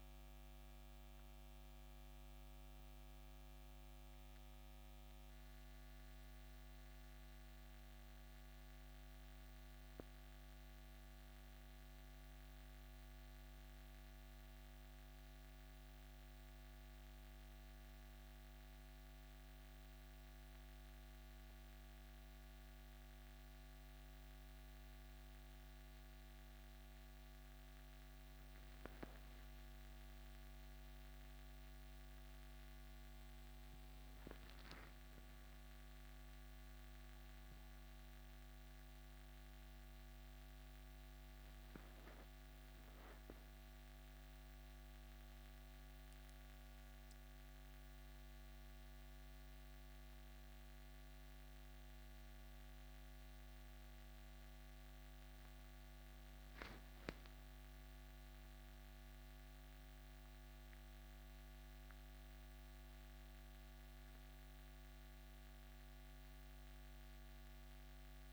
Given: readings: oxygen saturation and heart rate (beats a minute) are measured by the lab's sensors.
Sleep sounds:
breathing in sleep, hard to hear, by a microphone on the trachea; none
0.00-9.00 s: oxygen desaturation (device-marked, oxygen 85% lowest, heart rate 69 extreme)
28.00-32.50 s: arousal
From the record:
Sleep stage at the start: N1 (lightest sleep); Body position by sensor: on the back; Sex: male

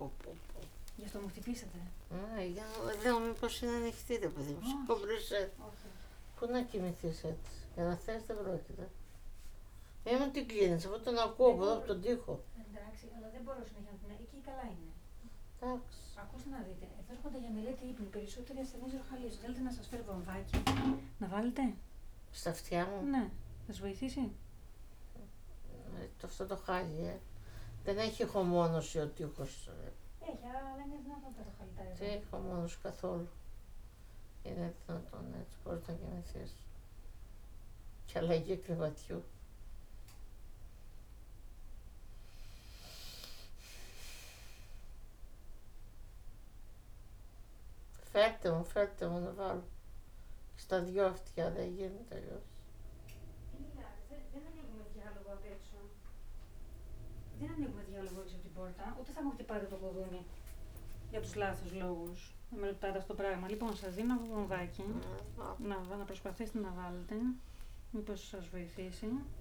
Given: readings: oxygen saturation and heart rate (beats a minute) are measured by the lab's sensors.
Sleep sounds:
a person awake in a sleep study, by a room microphone; none
6.50-11.00 s: snoring (device-marked)
22.50-26.50 s: snoring (device-marked)
28.50-36.00 s: snoring (device-marked)
45.00-66.00 s: oxygen desaturation (device-marked, oxygen 95% before, 92% lowest, heart rate 81 before, 70 extreme)
From the record:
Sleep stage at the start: awake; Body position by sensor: on the back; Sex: female

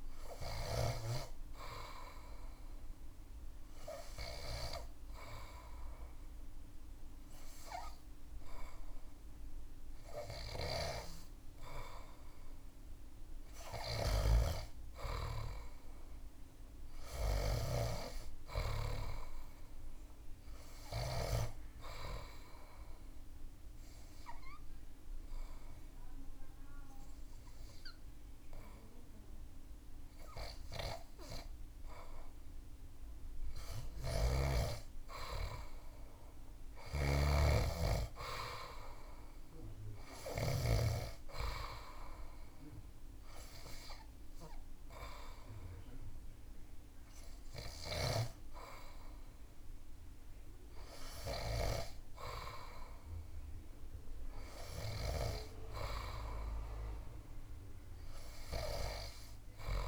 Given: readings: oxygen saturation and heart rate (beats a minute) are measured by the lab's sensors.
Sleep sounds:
breathing in sleep by a room microphone; 2
22.00-33.00 s: obstructive apnea (oxygen 99% before, 96% lowest)
33.50-37.00 s: snoring (device-marked)
34.50-38.00 s: arousal
42.00-52.50 s: hypopnea (oxygen 98% before, 96% lowest)
55.50-59.00 s: arousal
From the record:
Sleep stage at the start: N2 (light sleep); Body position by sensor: on the back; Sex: male

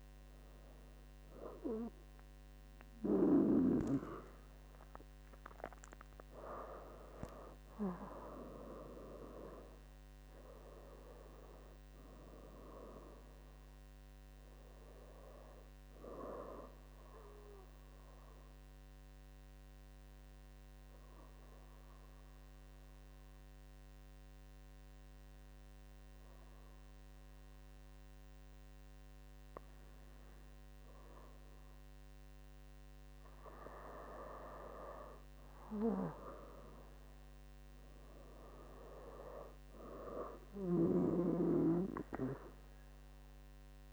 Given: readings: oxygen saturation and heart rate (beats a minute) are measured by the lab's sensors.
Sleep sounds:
breathing in sleep by a microphone on the trachea; 1
5.50-10.50 s: arousal
18.00-32.50 s: obstructive apnea (oxygen 96% before, 92% lowest, heart rate 73 before, 67 extreme, up 8 after)
34.50-39.00 s: arousal
37.50-43.93 s: oxygen desaturation (device-marked, oxygen 97% before, 92% lowest, heart rate 68 before, 65 extreme)
From the record:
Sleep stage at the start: N2 (light sleep); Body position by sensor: on the back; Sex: female

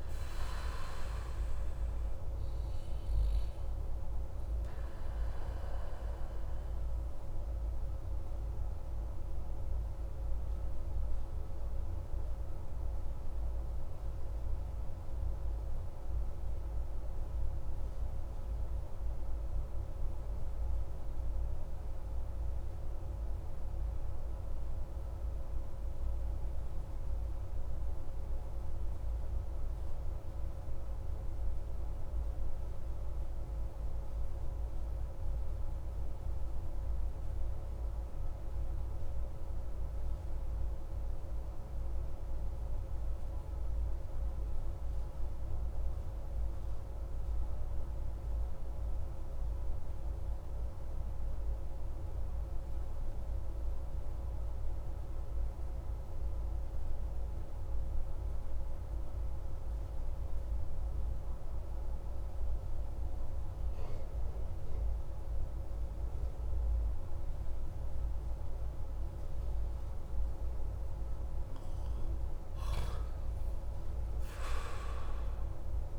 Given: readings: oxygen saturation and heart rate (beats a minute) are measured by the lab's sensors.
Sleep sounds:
breathing in sleep, hard to hear, by a room microphone; 1
6.00-70.50 s: obstructive apnea (oxygen 96% before, 87% lowest)
50.50-51.50 s: oxygen desaturation (device-marked, oxygen 97% before, 95% lowest, heart rate 34 before, 28 extreme)
72.50-75.99 s: arousal
From the record:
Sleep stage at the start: REM sleep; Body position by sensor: on the back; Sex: male

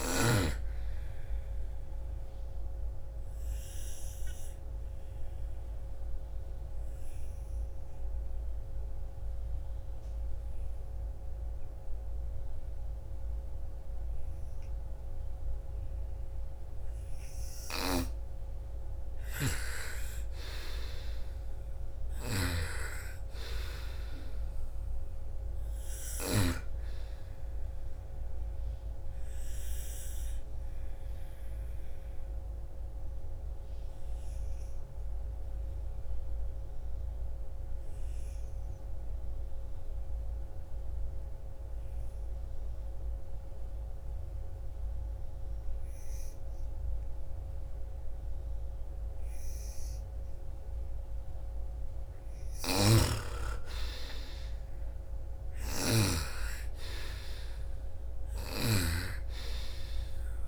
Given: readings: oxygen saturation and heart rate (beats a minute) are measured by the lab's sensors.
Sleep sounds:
breathing in sleep by a room microphone; 2
2.00-16.50 s: obstructive apnea (oxygen 98% before, 86% lowest, heart rate 62 before, 54 extreme, up 8 after)
17.00-26.00 s: snoring (device-marked)
18.50-22.50 s: arousal
18.50-37.50 s: oxygen desaturation (device-marked, oxygen 97% before, 88% lowest, heart rate 60 before, 54 extreme)
28.50-50.50 s: obstructive apnea (oxygen 98% before, 86% lowest, heart rate 61 before, 54 extreme, up 10 after)
50.50-60.48 s: oxygen desaturation (device-marked, oxygen 98% before, 86% lowest, heart rate 57 before, 55 extreme)
52.00-55.50 s: snoring (device-marked)
53.50-56.50 s: arousal
From the record:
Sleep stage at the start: N2 (light sleep); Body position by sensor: on the right side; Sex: female

